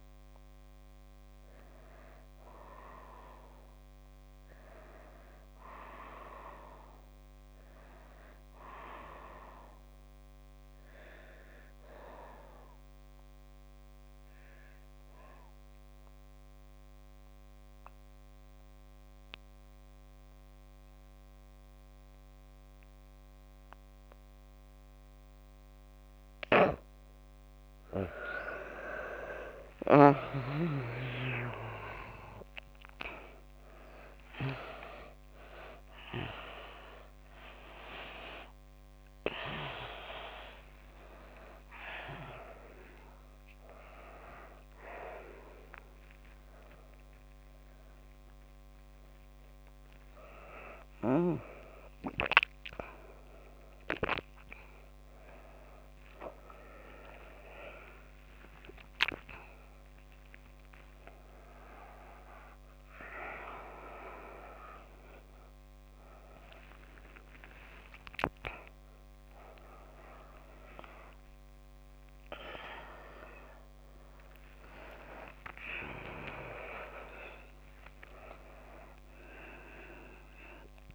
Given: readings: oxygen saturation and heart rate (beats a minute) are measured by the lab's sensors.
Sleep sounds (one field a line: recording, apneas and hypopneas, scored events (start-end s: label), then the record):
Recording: a person awake in a sleep study, by a microphone on the trachea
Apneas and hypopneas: 1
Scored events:
0.00-7.50 s: oxygen desaturation (device-marked, oxygen 74% lowest, heart rate 68 extreme)
5.50-8.00 s: arousal
10.00-26.00 s: obstructive apnea (oxygen 98% before, 80% lowest, heart rate 76 before, 68 extreme, up 16 after)
17.50-80.95 s: new sleep stage, awake
25.50-55.50 s: oxygen desaturation (device-marked, oxygen 97% before, 80% lowest)
From the record:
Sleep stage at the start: N2 (light sleep)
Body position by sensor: on the back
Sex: female